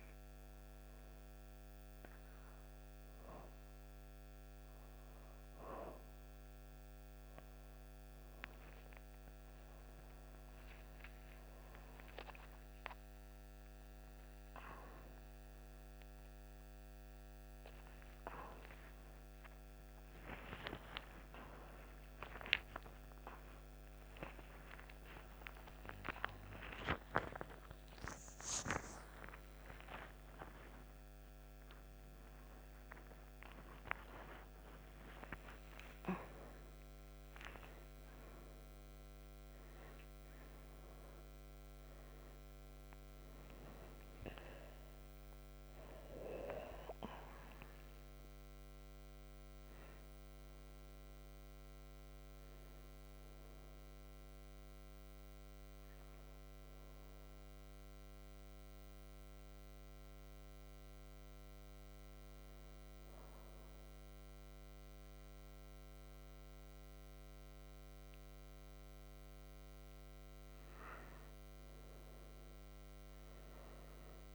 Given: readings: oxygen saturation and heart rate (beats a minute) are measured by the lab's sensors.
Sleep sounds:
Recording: a person partly awake in a sleep study, by a microphone on the trachea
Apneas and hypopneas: 1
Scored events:
0.00-9.00 s: oxygen desaturation (device-marked, oxygen 91% lowest)
9.00-39.00 s: new sleep stage, awake
25.00-35.00 s: oxygen desaturation (device-marked, oxygen 92% before, 89% lowest)
39.00-74.35 s: new sleep stage, N1 (lightest sleep)
56.50-69.50 s: hypopnea (oxygen 98% before, 88% lowest, heart rate 76 before, 61 extreme, up 7 after)
72.50-74.35 s: arousal
From the record:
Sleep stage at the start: N2 (light sleep)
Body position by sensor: on the right side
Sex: female

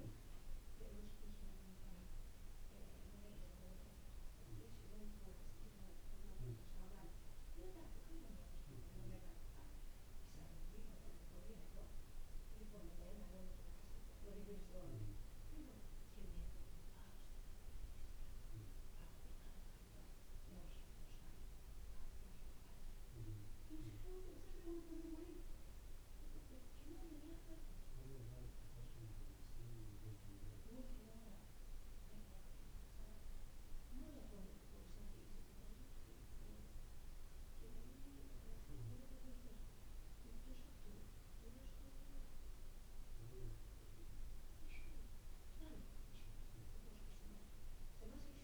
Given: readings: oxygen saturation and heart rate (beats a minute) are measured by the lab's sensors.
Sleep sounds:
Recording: breathing in sleep by a room microphone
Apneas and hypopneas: none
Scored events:
24.50-29.00 s: arousal
27.00-42.00 s: drop in pulse transit time (device-marked, heart rate 57 before, 57 extreme)
From the record:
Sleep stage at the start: N2 (light sleep)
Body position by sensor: on the back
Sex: male

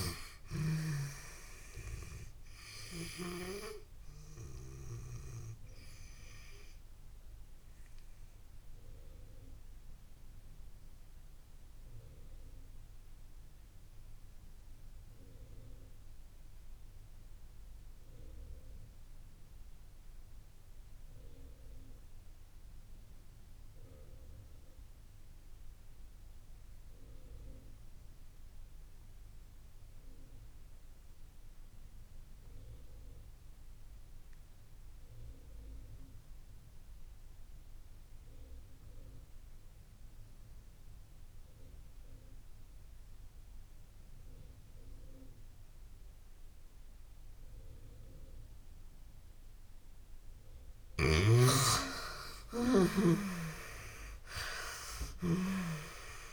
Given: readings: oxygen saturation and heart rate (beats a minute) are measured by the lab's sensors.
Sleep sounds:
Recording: breathing in sleep by a room microphone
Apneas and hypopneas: 1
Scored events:
3.00-50.00 s: obstructive apnea (oxygen 96% before, 75% lowest)
8.00-27.00 s: oxygen desaturation (device-marked, oxygen 96% before, 84% lowest)
41.00-56.33 s: oxygen desaturation (device-marked, oxygen 97% before, 75% lowest)
52.50-56.33 s: arousal
From the record:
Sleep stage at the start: N2 (light sleep)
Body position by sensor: on the back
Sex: female

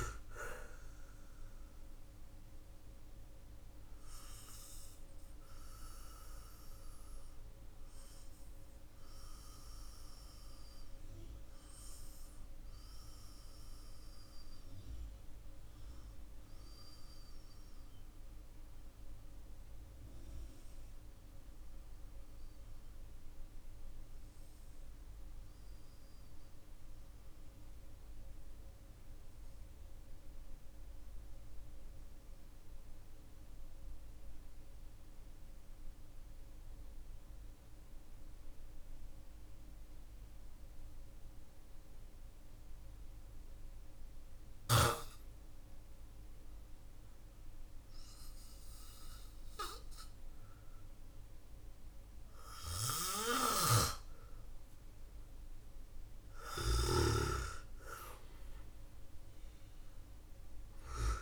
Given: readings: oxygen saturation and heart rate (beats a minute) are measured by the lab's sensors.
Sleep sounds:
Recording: breathing in sleep by a room microphone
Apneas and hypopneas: 1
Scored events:
1.50-54.00 s: obstructive apnea (oxygen 99% before, 91% lowest, heart rate 53 before, 43 extreme, up 2 after)
12.50-30.50 s: oxygen desaturation (device-marked, oxygen 97% before, 93% lowest, heart rate 48 before, 45 extreme)
52.50-56.50 s: snoring (device-marked)
55.00-59.00 s: arousal
From the record:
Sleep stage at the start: N2 (light sleep)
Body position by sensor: on the back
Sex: male

